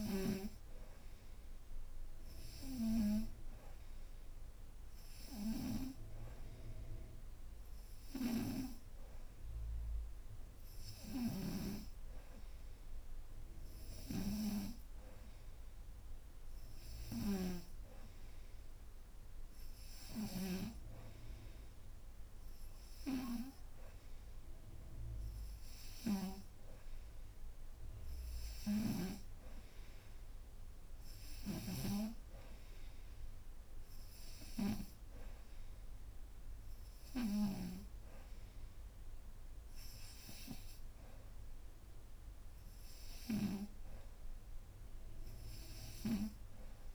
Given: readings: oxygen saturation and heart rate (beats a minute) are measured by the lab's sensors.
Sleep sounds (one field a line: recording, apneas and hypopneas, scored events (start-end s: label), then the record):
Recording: breathing in sleep by a room microphone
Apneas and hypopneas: none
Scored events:
11.00-20.50 s: snoring (device-marked)
From the record:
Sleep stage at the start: N2 (light sleep)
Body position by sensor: upright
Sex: female